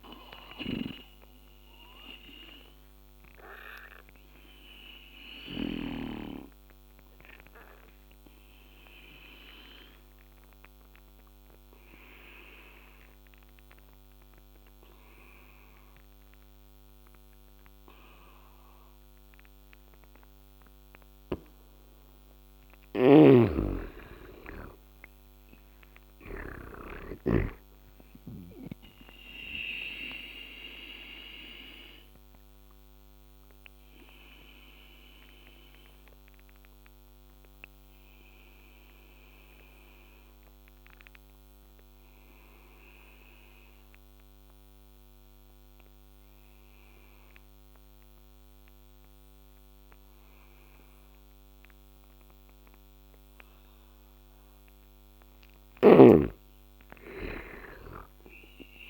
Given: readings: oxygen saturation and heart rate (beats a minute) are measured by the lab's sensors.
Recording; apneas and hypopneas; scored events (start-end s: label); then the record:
breathing in sleep by a microphone on the trachea; 2
0.00-5.50 s: snoring (device-marked)
1.50-22.00 s: obstructive apnea (oxygen 100% before, 85% lowest, heart rate 76 before, 66 extreme, up 17 after)
22.50-27.00 s: snoring (device-marked)
24.00-27.00 s: arousal
30.00-54.00 s: obstructive apnea (oxygen 99% before, 85% lowest, heart rate 73 before, 68 extreme, up 11 after)
34.00-51.00 s: oxygen desaturation (device-marked, oxygen 97% before, 88% lowest, heart rate 73 before, 68 extreme)
56.50-58.90 s: arousal
From the record:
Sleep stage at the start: N2 (light sleep); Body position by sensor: on the back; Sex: male